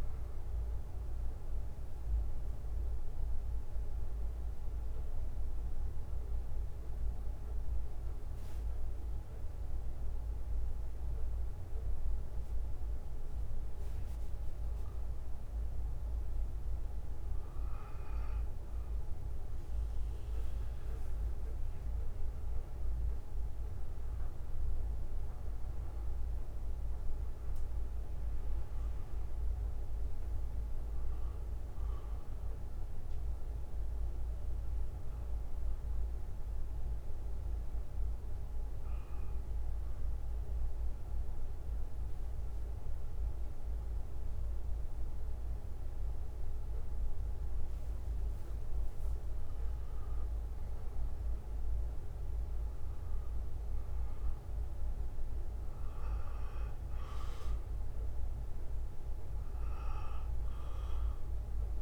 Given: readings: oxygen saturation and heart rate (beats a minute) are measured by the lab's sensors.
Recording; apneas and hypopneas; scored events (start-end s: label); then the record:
breathing in sleep, hard to hear, by a room microphone; 2
0.00-19.00 s: bradycardia (device-marked, heart rate 61 before, 50 extreme)
4.00-20.50 s: mixed apnea (oxygen 97% before, 93% lowest, heart rate 63 before, 54 extreme, up 15 after)
21.50-25.50 s: arousal
28.00-47.00 s: bradycardia (device-marked, heart rate 61 before, 55 extreme)
33.00-52.00 s: oxygen desaturation (device-marked, oxygen 97% before, 93% lowest, heart rate 60 before, 52 extreme)
34.50-49.00 s: mixed apnea (oxygen 97% before, 92% lowest, heart rate 61 before, 53 extreme, up 14 after)
51.50-56.00 s: arousal
55.00-61.00 s: bradycardia (device-marked, heart rate 61 before, 53 extreme)
From the record:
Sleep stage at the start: N2 (light sleep); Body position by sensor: on the back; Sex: male